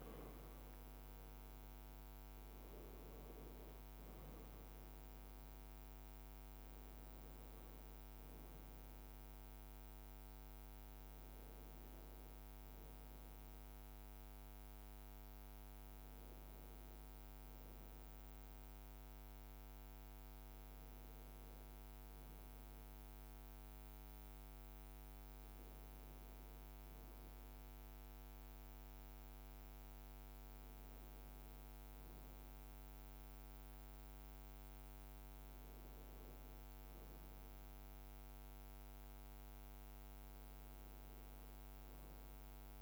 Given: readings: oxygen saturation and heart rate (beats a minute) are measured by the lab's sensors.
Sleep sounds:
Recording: breathing in sleep, hard to hear, by a microphone on the trachea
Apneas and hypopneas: none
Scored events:
0.00-2.50 s: leg movement (device-marked)
9.00-39.00 s: new sleep stage, N1 (lightest sleep)
13.50-18.00 s: leg movement (device-marked)
39.00-41.00 s: long interval between heartbeats (device-marked, heart rate 57 before, 57 extreme)
39.00-42.82 s: new sleep stage, N2 (light sleep)
From the record:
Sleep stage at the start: N2 (light sleep)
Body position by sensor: on the right side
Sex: male

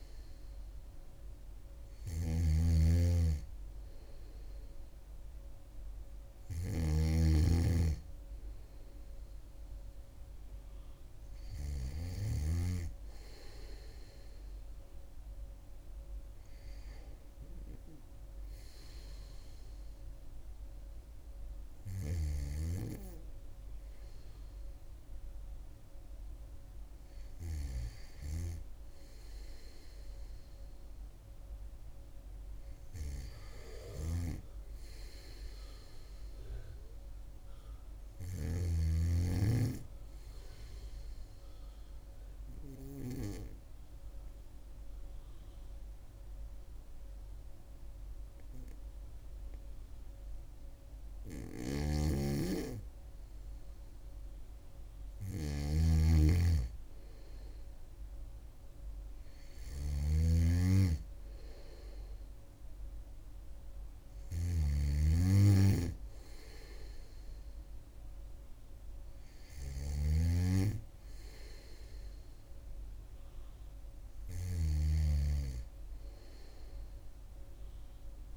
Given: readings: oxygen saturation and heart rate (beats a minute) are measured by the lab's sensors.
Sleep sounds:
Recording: breathing in sleep by a room microphone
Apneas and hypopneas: 1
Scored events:
1.50-12.50 s: snoring (device-marked)
41.50-53.50 s: hypopnea (oxygen 98% before, 96% lowest, heart rate 67 before, 65 extreme, up 2 after)
51.50-74.50 s: snoring (device-marked)
56.50-60.00 s: arousal
From the record:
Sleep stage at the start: N2 (light sleep)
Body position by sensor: on the back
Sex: female

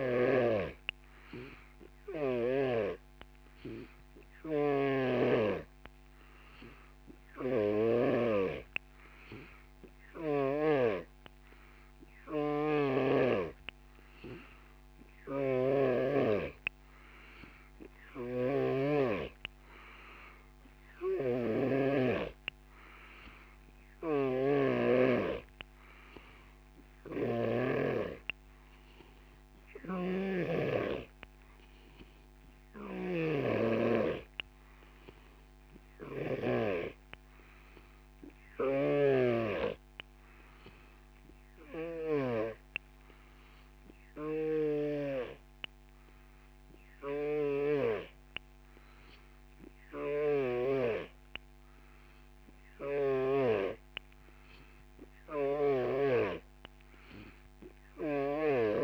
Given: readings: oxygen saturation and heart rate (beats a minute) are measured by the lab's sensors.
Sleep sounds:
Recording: breathing in sleep by a microphone on the trachea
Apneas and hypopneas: none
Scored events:
4.50-8.00 s: snoring (device-marked)
15.00-36.50 s: snoring (device-marked)
38.50-42.00 s: snoring (device-marked)
44.00-50.50 s: snoring (device-marked)
55.00-58.83 s: snoring (device-marked)
From the record:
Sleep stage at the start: N3 (deep sleep)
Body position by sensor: on the back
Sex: male

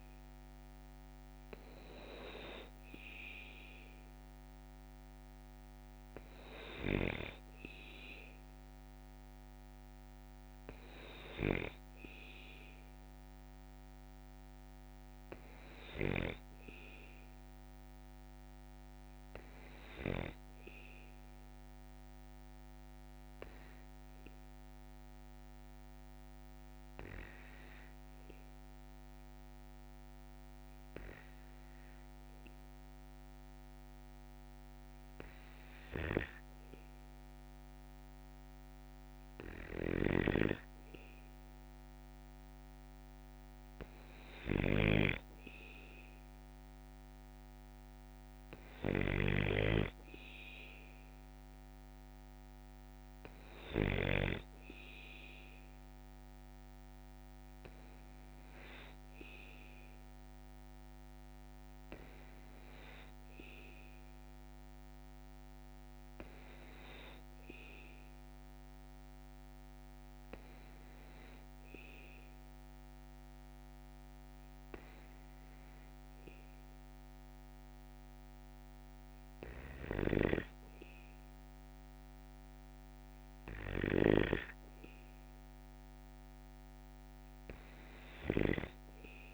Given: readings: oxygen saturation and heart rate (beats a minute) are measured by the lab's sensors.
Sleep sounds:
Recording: breathing in sleep by a microphone on the trachea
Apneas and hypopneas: 2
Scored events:
18.50-36.50 s: obstructive apnea (oxygen 97% before, 95% lowest, heart rate 55 before, 49 extreme, up 1 after)
39.00-42.50 s: arousal
39.50-44.50 s: snoring (device-marked)
62.00-79.00 s: hypopnea (oxygen 97% before, 95% lowest, heart rate 53 before, 53 extreme, up 4 after)
81.00-84.50 s: arousal
From the record:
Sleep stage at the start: N2 (light sleep)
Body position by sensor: on the back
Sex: male

